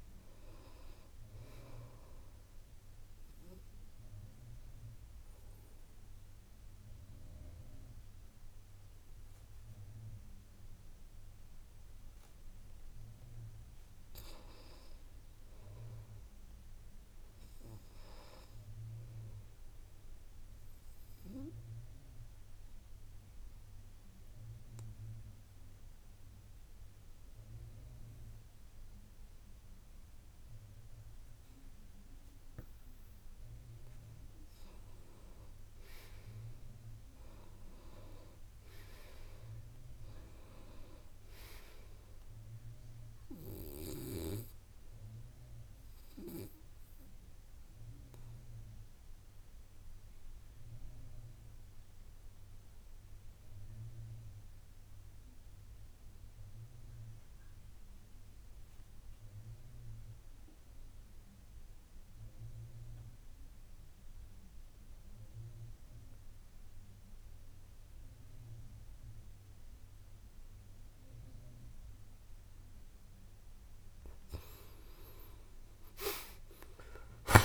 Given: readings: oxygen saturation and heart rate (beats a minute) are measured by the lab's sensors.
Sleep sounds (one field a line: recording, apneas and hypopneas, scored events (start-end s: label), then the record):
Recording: breathing in sleep by a room microphone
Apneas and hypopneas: 3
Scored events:
0.00-16.00 s: oxygen desaturation (device-marked, oxygen 83% lowest, heart rate 50 extreme)
2.00-12.50 s: obstructive apnea (oxygen 98% before, 83% lowest, heart rate 66 before, 50 extreme, up 6 after)
16.00-19.50 s: arousal
21.00-34.00 s: obstructive apnea (oxygen 99% before, 82% lowest, heart rate 58 before, 50 extreme, up 15 after)
26.00-28.00 s: long interval between heartbeats (device-marked, heart rate 58 before, 59 extreme)
36.00-39.50 s: arousal
44.00-73.00 s: obstructive apnea (oxygen 99% before, 80% lowest, heart rate 59 before, 57 extreme, up 12 after)
53.00-62.00 s: oxygen desaturation (device-marked, oxygen 95% before, 92% lowest, heart rate 61 before, 58 extreme)
72.00-77.44 s: oxygen desaturation (device-marked, oxygen 97% before, 80% lowest, heart rate 59 before, 58 extreme)
76.00-77.44 s: new sleep stage, N1 (lightest sleep)
From the record:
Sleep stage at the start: N2 (light sleep)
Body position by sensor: on the back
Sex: male